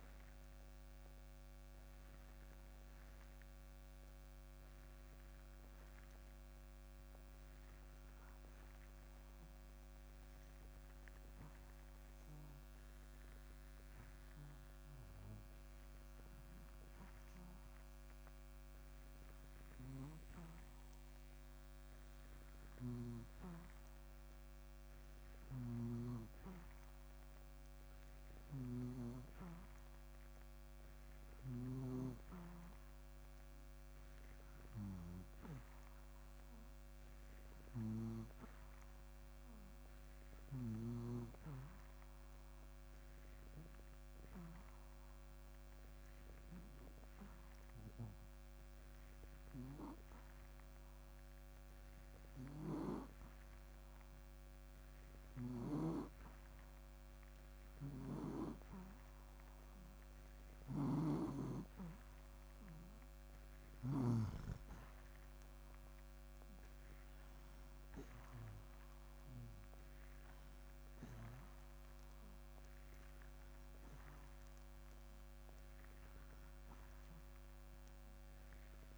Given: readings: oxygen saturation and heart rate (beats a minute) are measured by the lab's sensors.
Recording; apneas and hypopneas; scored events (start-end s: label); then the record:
breathing in sleep by a microphone on the trachea; 2
5.00-20.50 s: hypopnea (oxygen 93% before, 88% lowest, heart rate 62 before, 59 extreme, up 1 after)
5.00-26.00 s: oxygen desaturation (device-marked, oxygen 93% before, 88% lowest, heart rate 62 before, 59 extreme)
24.00-28.00 s: arousal
41.00-66.00 s: oxygen desaturation (device-marked, oxygen 97% before, 91% lowest, heart rate 60 before, 58 extreme)
44.00-60.00 s: hypopnea (oxygen 97% before, 87% lowest, heart rate 60 before, 59 extreme, up 2 after)
62.00-64.50 s: arousal
From the record:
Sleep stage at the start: N2 (light sleep); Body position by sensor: on the back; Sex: male